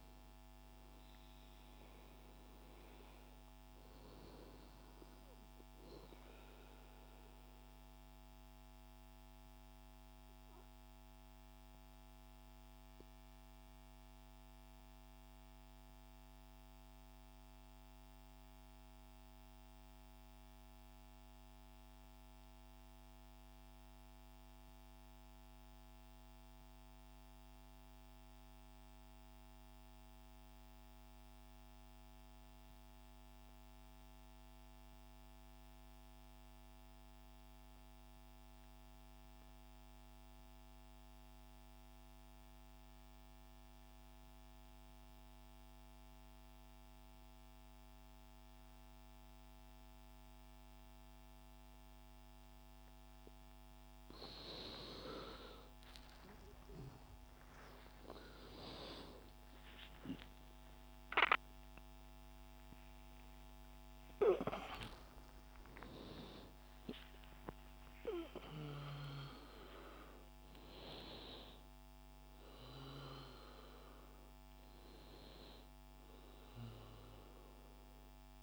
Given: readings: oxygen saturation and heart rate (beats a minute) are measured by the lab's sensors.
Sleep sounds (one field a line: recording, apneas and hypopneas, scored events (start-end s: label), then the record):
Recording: breathing in sleep by a microphone on the trachea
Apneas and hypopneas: 1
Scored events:
0.00-19.00 s: oxygen desaturation (device-marked, oxygen 92% lowest)
6.00-52.50 s: mixed apnea (oxygen 99% before, 86% lowest)
37.00-78.43 s: oxygen desaturation (device-marked, oxygen 98% before, 86% lowest)
56.00-63.00 s: arousal
From the record:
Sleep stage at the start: N2 (light sleep)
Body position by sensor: on the right side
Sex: male